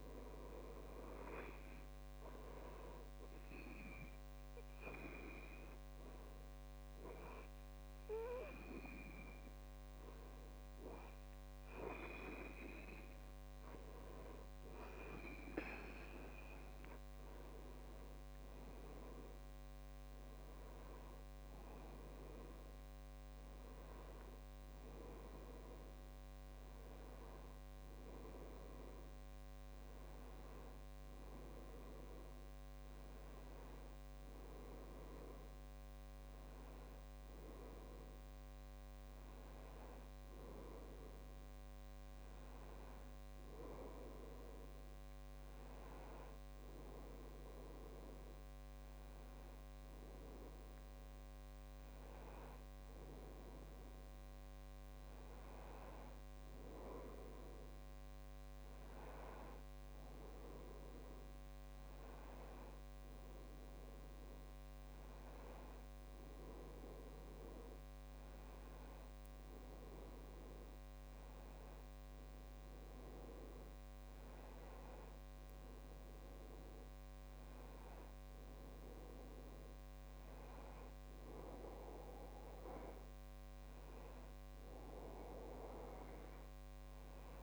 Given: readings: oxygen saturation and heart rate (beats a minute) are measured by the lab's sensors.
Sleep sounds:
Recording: a person partly awake in a sleep study, by a microphone on the trachea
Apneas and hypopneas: 1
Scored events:
3.00-15.00 s: hypopnea (oxygen 98% before, 96% lowest, heart rate 67 before, 65 extreme, up 4 after)
27.00-57.00 s: new sleep stage, awake
57.00-87.43 s: new sleep stage, N1 (lightest sleep)
From the record:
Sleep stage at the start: N1 (lightest sleep)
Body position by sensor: on the back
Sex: male

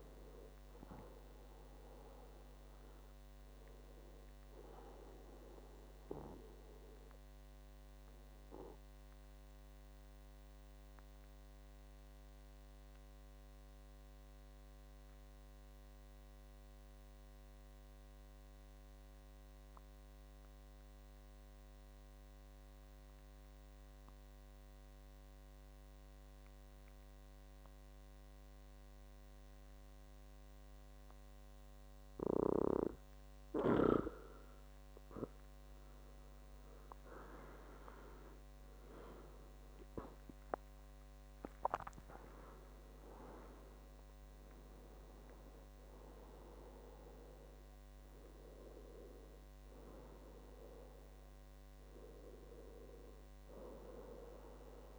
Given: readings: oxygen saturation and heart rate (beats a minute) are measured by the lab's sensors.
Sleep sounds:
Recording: breathing in sleep by a microphone on the trachea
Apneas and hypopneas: 1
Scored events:
0.00-16.00 s: oxygen desaturation (device-marked, oxygen 92% lowest, heart rate 60 extreme)
6.00-34.00 s: obstructive apnea (oxygen 98% before, 92% lowest, heart rate 74 before, 60 extreme, up 16 after)
36.00-40.50 s: arousal
36.00-54.99 s: oxygen desaturation (device-marked, oxygen 97% before, 92% lowest, heart rate 61 before, 62 extreme)
From the record:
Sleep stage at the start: N2 (light sleep)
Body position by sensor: on the back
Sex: male

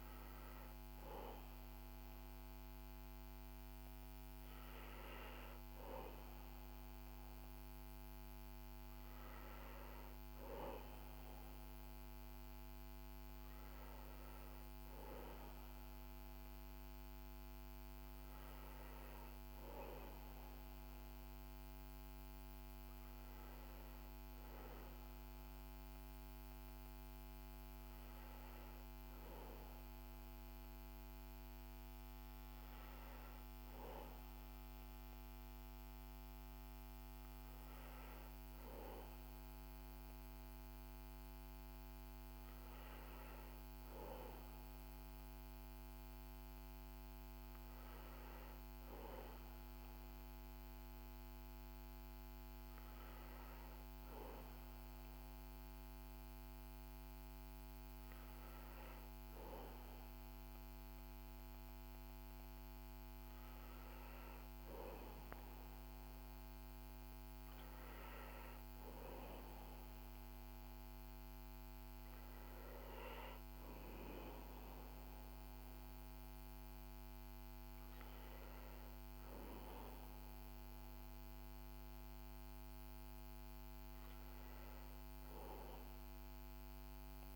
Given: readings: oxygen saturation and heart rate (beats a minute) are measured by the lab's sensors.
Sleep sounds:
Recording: breathing in sleep, hard to hear, by a microphone on the trachea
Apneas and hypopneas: none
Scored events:
none scored
From the record:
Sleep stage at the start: N1 (lightest sleep)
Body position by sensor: on the back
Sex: male

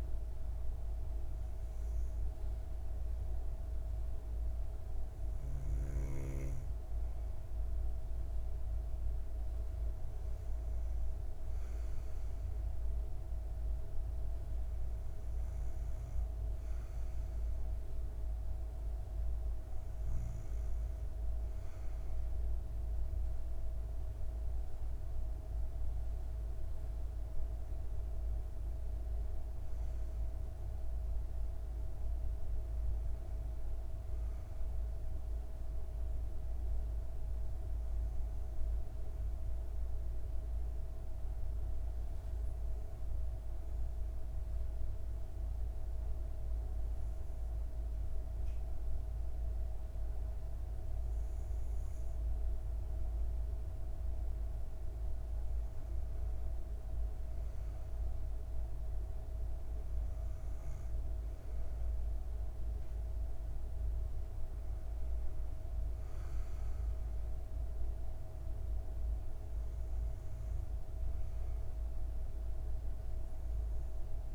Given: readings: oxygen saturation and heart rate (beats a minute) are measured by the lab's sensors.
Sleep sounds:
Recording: breathing in sleep, hard to hear, by a room microphone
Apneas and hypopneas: 1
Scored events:
39.00-53.50 s: hypopnea (oxygen 96% before, 94% lowest, heart rate 105 before, 62 extreme, up 4 after)
56.50-59.50 s: arousal
From the record:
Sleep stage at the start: N2 (light sleep)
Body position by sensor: on the back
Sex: female

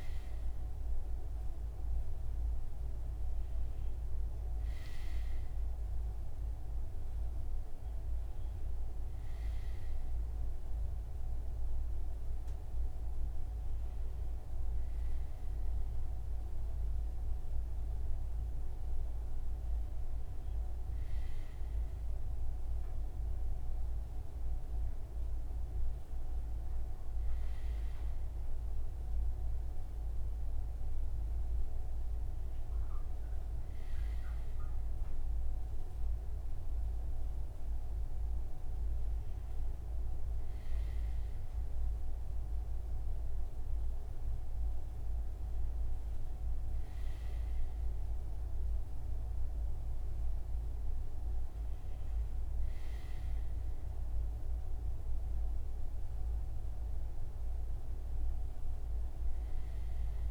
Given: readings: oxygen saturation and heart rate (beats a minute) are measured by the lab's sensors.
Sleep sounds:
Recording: breathing in sleep, hard to hear, by a room microphone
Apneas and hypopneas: none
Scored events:
none scored
From the record:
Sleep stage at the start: REM sleep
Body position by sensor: on the front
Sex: male

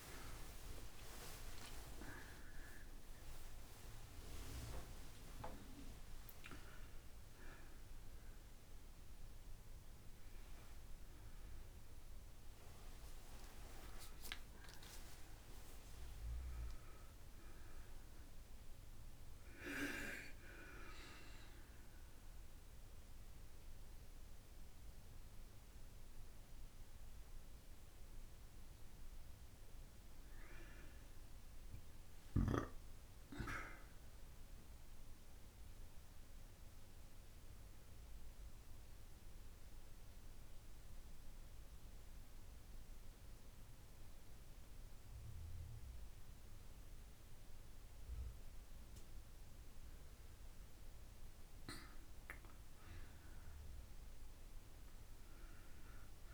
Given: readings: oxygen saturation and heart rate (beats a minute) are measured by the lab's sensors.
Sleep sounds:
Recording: a person awake in a sleep study, by a room microphone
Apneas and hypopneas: 1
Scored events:
0.00-16.00 s: oxygen desaturation (device-marked, oxygen 86% lowest)
29.00-56.33 s: new sleep stage, N2 (light sleep)
35.50-51.00 s: central apnea (oxygen 97% before, 90% lowest)
54.00-56.33 s: arousal
From the record:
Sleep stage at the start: awake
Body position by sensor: on the back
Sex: female

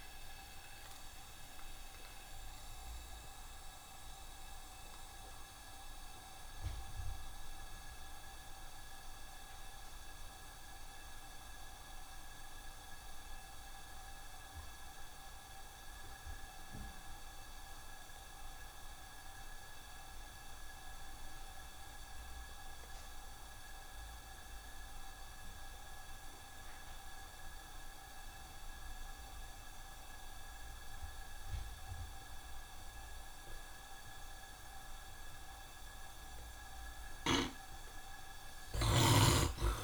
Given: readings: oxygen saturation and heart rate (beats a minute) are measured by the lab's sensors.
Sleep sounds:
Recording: breathing in sleep, hard to hear, by a room microphone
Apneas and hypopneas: 1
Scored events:
0.00-12.00 s: oxygen desaturation (device-marked, oxygen 60% lowest, heart rate 67 extreme)
0.50-2.50 s: long interval between heartbeats (device-marked, heart rate 81 before, 78 extreme)
1.00-35.50 s: obstructive apnea (oxygen 74% before, 58% lowest, heart rate 81 before, 67 extreme, up 32 after)
2.50-4.50 s: long interval between heartbeats (device-marked, heart rate 82 before, 100 extreme)
18.00-39.84 s: oxygen desaturation (device-marked, oxygen 89% before, 58% lowest, heart rate 82 before, 67 extreme)
29.00-31.00 s: long interval between heartbeats (device-marked, heart rate 74 before, 76 extreme)
32.50-34.50 s: long interval between heartbeats (device-marked, heart rate 73 before, 77 extreme)
37.00-39.84 s: snoring (device-marked)
From the record:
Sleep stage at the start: N2 (light sleep)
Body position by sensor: on the right side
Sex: male

